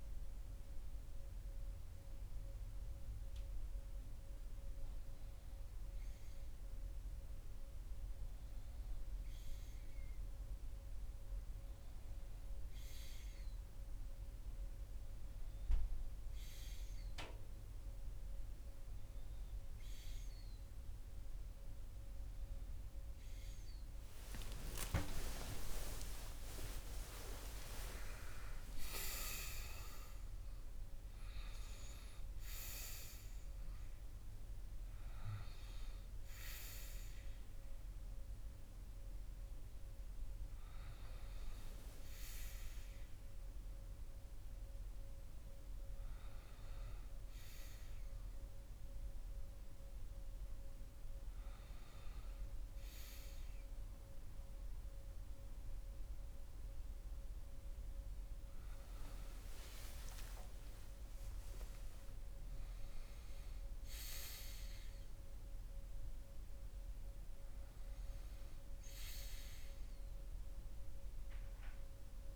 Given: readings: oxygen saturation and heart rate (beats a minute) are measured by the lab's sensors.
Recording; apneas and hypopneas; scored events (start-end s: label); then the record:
breathing in sleep by a room microphone; none
24.00-28.50 s: arousal
From the record:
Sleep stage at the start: N1 (lightest sleep); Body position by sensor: on the back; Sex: male